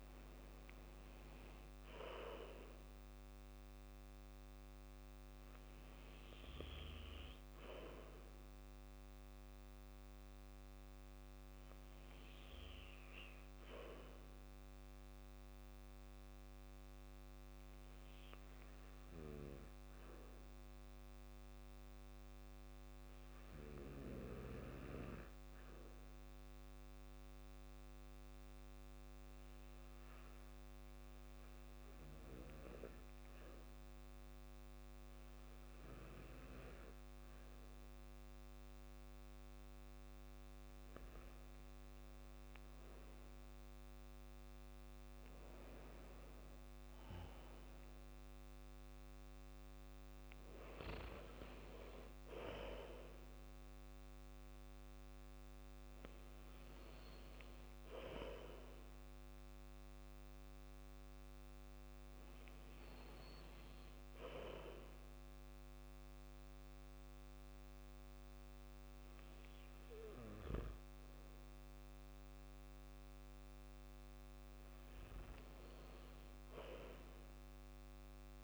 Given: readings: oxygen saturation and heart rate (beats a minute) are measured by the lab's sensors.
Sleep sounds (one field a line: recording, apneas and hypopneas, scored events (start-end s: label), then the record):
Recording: breathing in sleep by a microphone on the trachea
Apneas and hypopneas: 1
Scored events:
6.50-78.44 s: new sleep stage, N2 (light sleep)
13.00-16.50 s: arousal
20.50-40.00 s: obstructive apnea (oxygen 96% before, 94% lowest, heart rate 59 before, 53 extreme, up 7 after)
43.50-48.00 s: arousal
From the record:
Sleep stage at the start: REM sleep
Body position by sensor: on the back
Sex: male